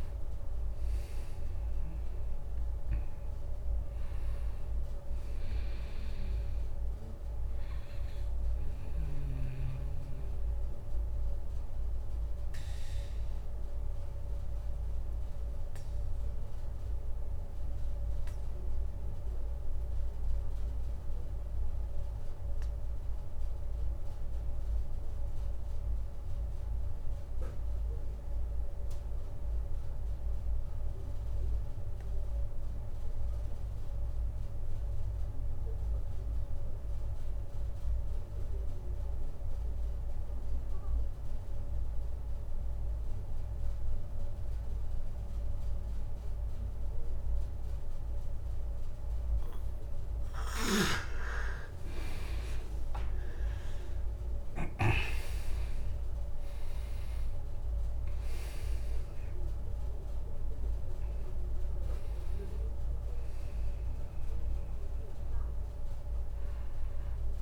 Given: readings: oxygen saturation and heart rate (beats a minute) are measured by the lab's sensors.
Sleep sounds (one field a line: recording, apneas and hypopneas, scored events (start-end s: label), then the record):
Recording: breathing in sleep, hard to hear, by a room microphone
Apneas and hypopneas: 1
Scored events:
0.00-23.00 s: oxygen desaturation (device-marked, oxygen 85% lowest)
8.50-49.50 s: obstructive apnea (oxygen 98% before, 84% lowest)
41.00-67.41 s: oxygen desaturation (device-marked, oxygen 99% before, 84% lowest)
52.50-56.50 s: arousal
From the record:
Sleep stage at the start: N2 (light sleep)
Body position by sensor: on the back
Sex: male